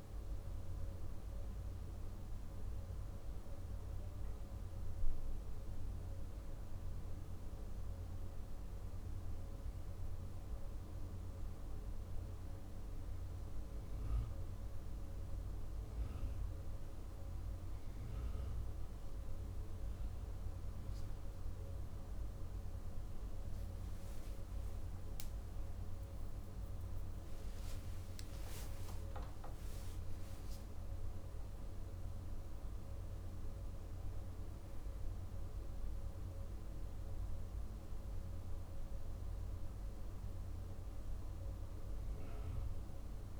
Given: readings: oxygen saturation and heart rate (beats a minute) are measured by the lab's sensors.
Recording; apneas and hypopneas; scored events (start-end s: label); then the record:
breathing in sleep, hard to hear, by a room microphone; none
25.50-30.00 s: arousal
From the record:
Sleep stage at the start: N2 (light sleep); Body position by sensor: on the back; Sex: male